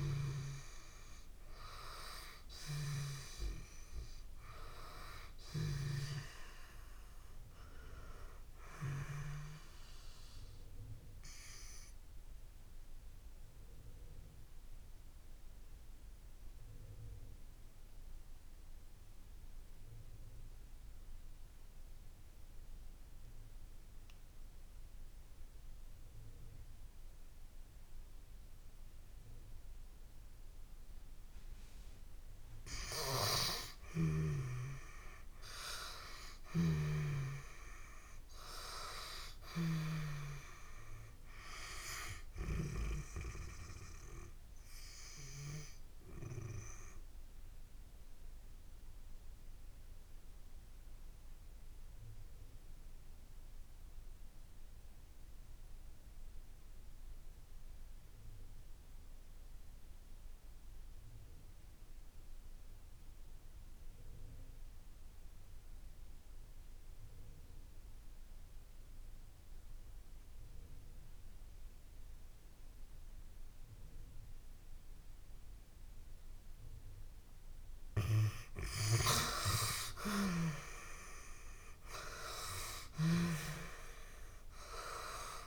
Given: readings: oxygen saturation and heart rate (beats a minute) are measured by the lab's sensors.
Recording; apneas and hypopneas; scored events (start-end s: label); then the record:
breathing in sleep by a room microphone; 2
0.00-3.50 s: arousal
10.50-31.50 s: obstructive apnea (oxygen 98% before, 88% lowest)
14.00-24.00 s: oxygen desaturation (device-marked, oxygen 97% before, 92% lowest)
33.00-36.00 s: arousal
36.00-39.50 s: snoring (device-marked)
36.00-61.00 s: oxygen desaturation (device-marked, oxygen 97% before, 90% lowest)
46.00-76.50 s: obstructive apnea (oxygen 97% before, 83% lowest)
73.00-85.46 s: oxygen desaturation (device-marked, oxygen 97% before, 83% lowest)
80.50-84.00 s: arousal
From the record:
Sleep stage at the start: N2 (light sleep); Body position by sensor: on the back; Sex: female